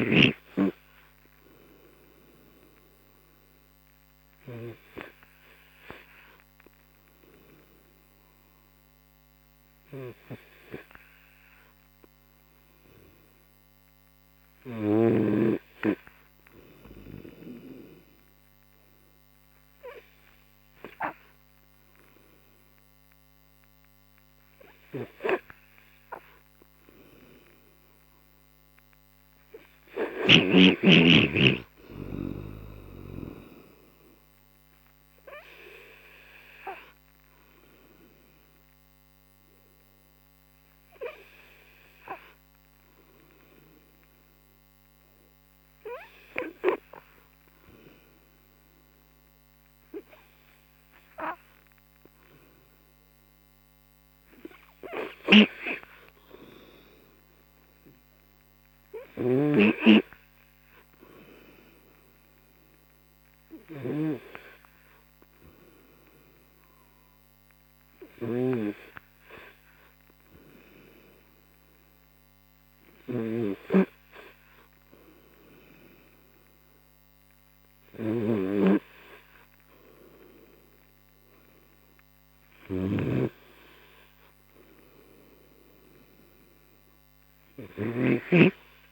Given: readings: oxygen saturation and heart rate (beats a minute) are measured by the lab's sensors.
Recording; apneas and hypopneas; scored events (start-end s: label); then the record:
breathing in sleep by a microphone on the trachea; 2
2.00-15.50 s: hypopnea (oxygen 94% before, 88% lowest, heart rate 55 before, 42 extreme, up 0 after)
17.50-21.00 s: arousal
30.50-33.50 s: tachycardia (device-marked, heart rate 67 before, 98 extreme)
38.50-53.50 s: hypopnea (oxygen 93% before, 88% lowest, heart rate 75 before, 47 extreme, up 35 after)
39.50-44.50 s: oxygen desaturation (device-marked, oxygen 93% before, 89% lowest, heart rate 75 before, 48 extreme)
39.50-88.92 s: new sleep stage, N2 (light sleep)
56.00-59.50 s: arousal
66.50-81.50 s: oxygen desaturation (device-marked, oxygen 93% before, 88% lowest, heart rate 72 before, 31 extreme)
82.50-88.50 s: snoring (device-marked)
83.50-88.92 s: oxygen desaturation (device-marked, oxygen 94% before, 91% lowest, heart rate 84 before, 31 extreme)
85.50-88.92 s: arousal
From the record:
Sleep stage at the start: N3 (deep sleep); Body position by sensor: on the right side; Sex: male